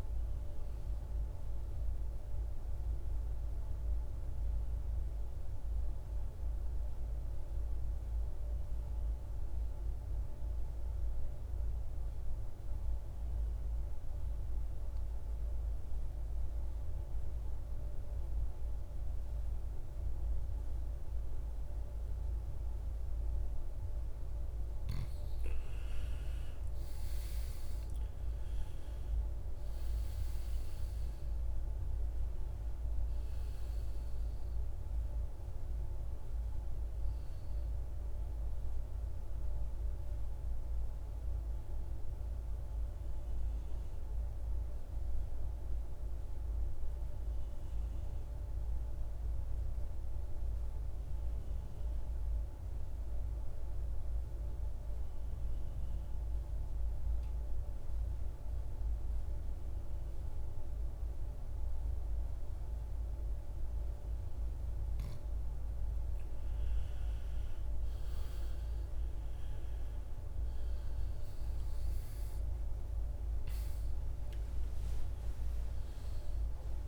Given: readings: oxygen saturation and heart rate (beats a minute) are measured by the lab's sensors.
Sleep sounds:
breathing in sleep, hard to hear, by a room microphone; 2
0.00-14.00 s: oxygen desaturation (device-marked, oxygen 92% lowest, heart rate 56 extreme)
4.00-23.50 s: mixed apnea (oxygen 100% before, 85% lowest, heart rate 57 before, 54 extreme, up 13 after)
25.00-28.50 s: arousal
26.00-50.00 s: oxygen desaturation (device-marked, oxygen 98% before, 87% lowest, heart rate 58 before, 54 extreme)
43.50-65.00 s: mixed apnea (oxygen 98% before, 85% lowest, heart rate 64 before, 54 extreme, up 14 after)
63.00-76.88 s: oxygen desaturation (device-marked, oxygen 99% before, 85% lowest, heart rate 56 before, 51 extreme)
69.00-74.00 s: arousal
From the record:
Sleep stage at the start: N2 (light sleep); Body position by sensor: on the back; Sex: male

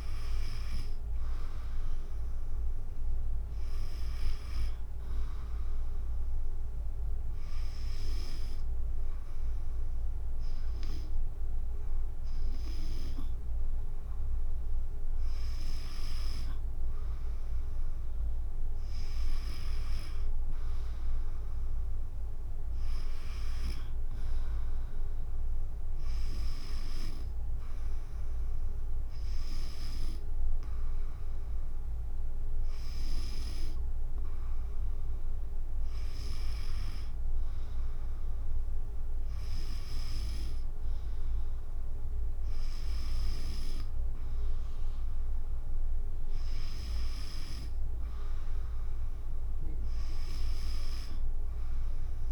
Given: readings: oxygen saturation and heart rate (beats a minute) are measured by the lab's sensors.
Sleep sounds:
breathing in sleep by a room microphone; 1
0.00-9.00 s: drop in pulse transit time (device-marked, heart rate 38 extreme)
6.50-17.00 s: hypopnea (oxygen 96% before, 93% lowest, heart rate 54 before, 53 extreme, up 24 after)
19.50-23.50 s: arousal
From the record:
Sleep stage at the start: N2 (light sleep); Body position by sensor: on the back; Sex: female

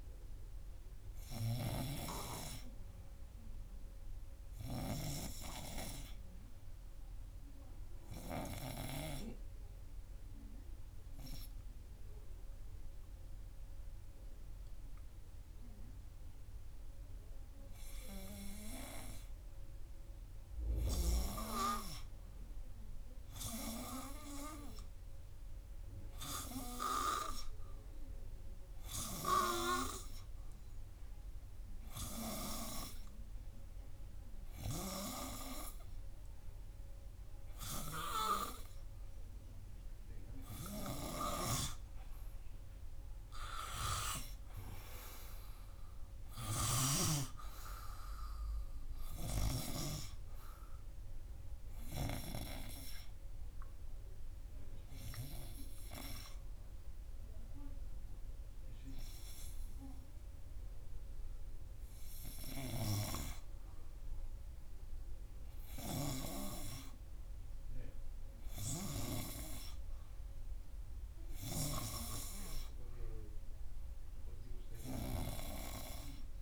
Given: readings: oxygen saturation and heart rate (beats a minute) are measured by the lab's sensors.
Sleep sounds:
breathing in sleep by a room microphone; 2
10.00-20.50 s: obstructive apnea (oxygen 97% before, 94% lowest, heart rate 90 before, 88 extreme, up 1 after)
26.00-30.00 s: arousal
53.50-63.50 s: hypopnea (oxygen 96% before, 94% lowest, heart rate 94 before, 91 extreme, up 4 after)
65.00-69.50 s: arousal
From the record:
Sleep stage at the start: N2 (light sleep); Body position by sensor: on the front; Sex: male

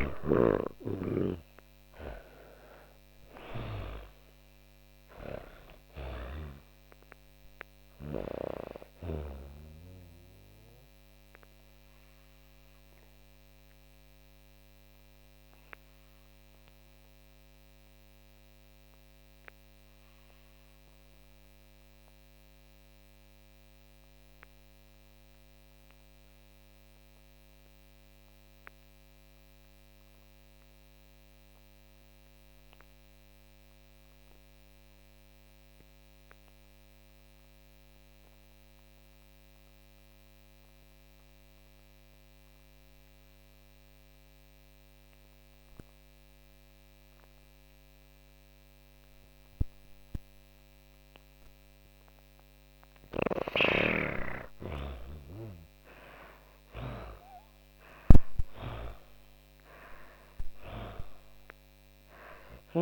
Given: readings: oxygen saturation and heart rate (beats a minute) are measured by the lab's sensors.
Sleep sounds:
breathing in sleep by a microphone on the trachea; 1
0.00-3.00 s: arousal
0.00-28.50 s: oxygen desaturation (device-marked, oxygen 80% lowest)
4.50-8.00 s: snoring (device-marked)
11.00-50.00 s: obstructive apnea (oxygen 99% before, 73% lowest)
37.50-62.82 s: oxygen desaturation (device-marked, oxygen 98% before, 73% lowest)
52.50-57.00 s: arousal
61.00-62.82 s: snoring (device-marked)
From the record:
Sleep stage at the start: N2 (light sleep); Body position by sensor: on the back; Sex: female

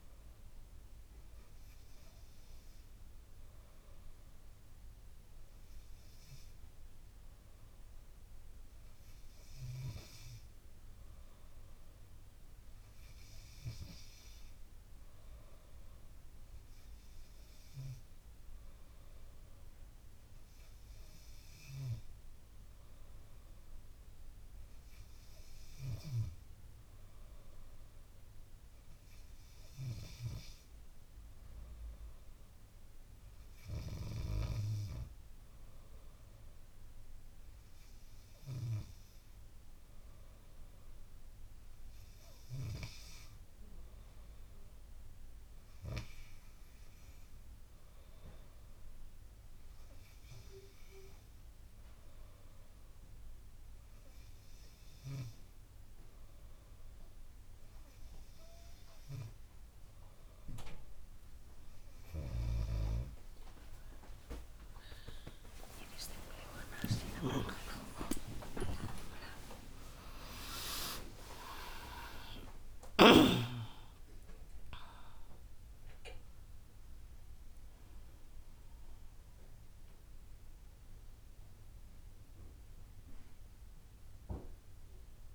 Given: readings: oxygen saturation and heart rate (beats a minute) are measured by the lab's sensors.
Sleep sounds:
breathing in sleep by a room microphone; none
65.00-72.00 s: tachycardia (device-marked, heart rate 55 before, 155 extreme)
66.00-71.00 s: arousal
67.50-69.50 s: long interval between heartbeats (device-marked, heart rate 56 before, 96 extreme)
69.50-71.50 s: long interval between heartbeats (device-marked, heart rate 62 before, 139 extreme)
From the record:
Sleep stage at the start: N2 (light sleep); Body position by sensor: on the back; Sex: female

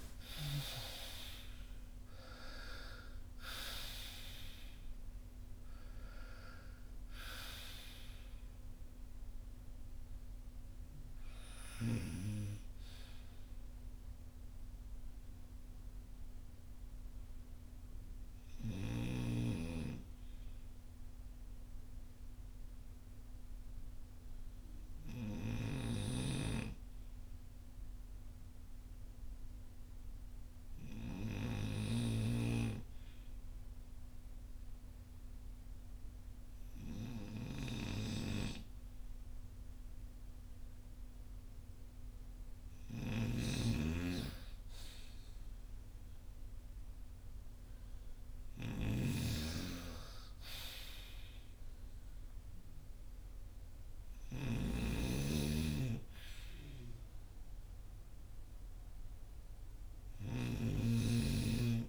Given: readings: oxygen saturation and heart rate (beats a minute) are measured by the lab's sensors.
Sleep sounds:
breathing in sleep by a room microphone; none
0.00-2.50 s: arousal
1.00-41.00 s: oxygen desaturation (device-marked, oxygen 91% before, 75% lowest, heart rate 67 before, 45 extreme)
31.50-61.89 s: snoring (device-marked)
45.50-50.50 s: arousal
From the record:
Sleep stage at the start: N2 (light sleep); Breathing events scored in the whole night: 340 in 7.2 hours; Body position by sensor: on the front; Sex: male

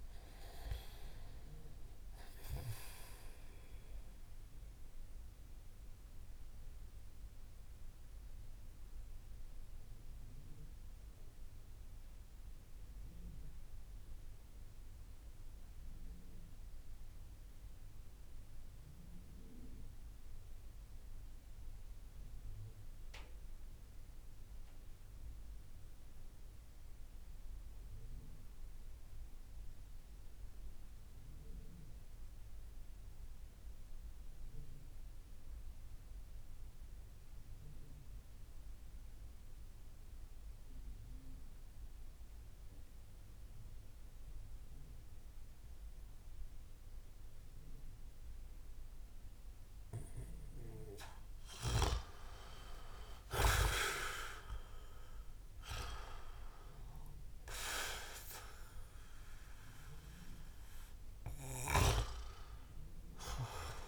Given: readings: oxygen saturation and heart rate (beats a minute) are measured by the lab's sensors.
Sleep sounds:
breathing in sleep by a room microphone; 1
0.00-1.00 s: oxygen desaturation (device-marked, oxygen 92% lowest)
4.50-51.50 s: mixed apnea (oxygen 97% before, 89% lowest)
43.00-63.88 s: oxygen desaturation (device-marked, oxygen 97% before, 89% lowest)
52.50-56.50 s: arousal
61.00-63.88 s: snoring (device-marked)
From the record:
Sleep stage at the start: N2 (light sleep); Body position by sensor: on the back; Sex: male

